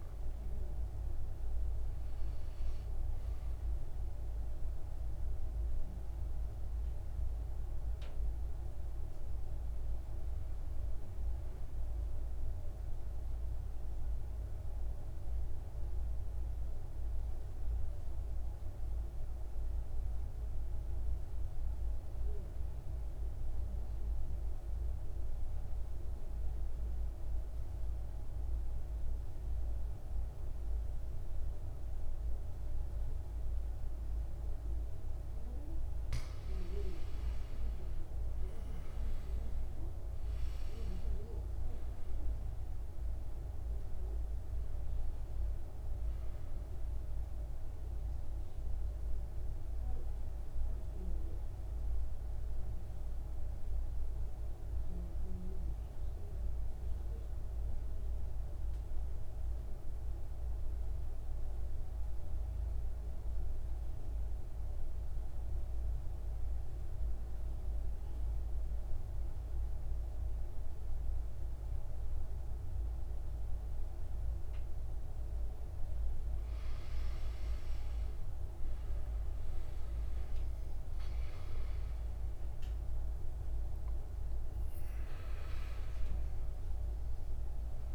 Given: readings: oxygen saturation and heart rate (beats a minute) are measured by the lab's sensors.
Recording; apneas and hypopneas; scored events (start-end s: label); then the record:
breathing in sleep, hard to hear, by a room microphone; 2
0.00-3.50 s: oxygen desaturation (device-marked, oxygen 90% lowest, heart rate 54 extreme)
5.50-12.50 s: oxygen desaturation (device-marked, oxygen 94% before, 88% lowest, heart rate 64 before, 54 extreme)
13.00-35.00 s: central apnea (oxygen 98% before, 87% lowest, heart rate 67 before, 54 extreme, up 12 after)
17.50-23.50 s: oxygen desaturation (device-marked, oxygen 96% before, 88% lowest, heart rate 66 before, 56 extreme)
35.50-64.50 s: oxygen desaturation (device-marked, oxygen 99% before, 87% lowest, heart rate 56 before, 56 extreme)
36.50-41.50 s: arousal
52.00-75.50 s: central apnea (oxygen 99% before, 86% lowest, heart rate 63 before, 56 extreme, up 10 after)
76.50-87.95 s: oxygen desaturation (device-marked, oxygen 99% before, 86% lowest, heart rate 58 before, 56 extreme)
From the record:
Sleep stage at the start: N2 (light sleep); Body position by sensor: on the back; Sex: male